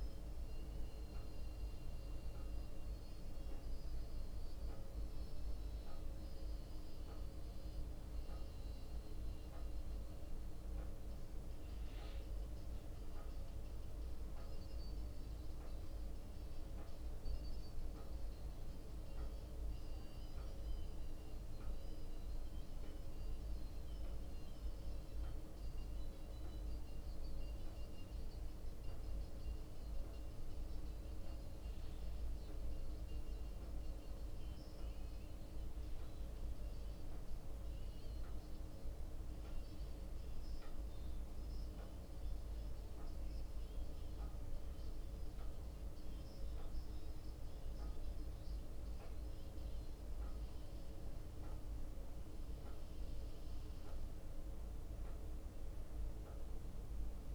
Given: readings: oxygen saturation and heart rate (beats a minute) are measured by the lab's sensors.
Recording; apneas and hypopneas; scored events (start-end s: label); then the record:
a person awake in a sleep study, hard to hear, by a room microphone; none
0.00-11.50 s: bradycardia (device-marked, heart rate 59 extreme)
16.50-57.35 s: bradycardia (device-marked, heart rate 60 before, 58 extreme)
From the record:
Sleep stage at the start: awake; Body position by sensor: on the back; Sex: male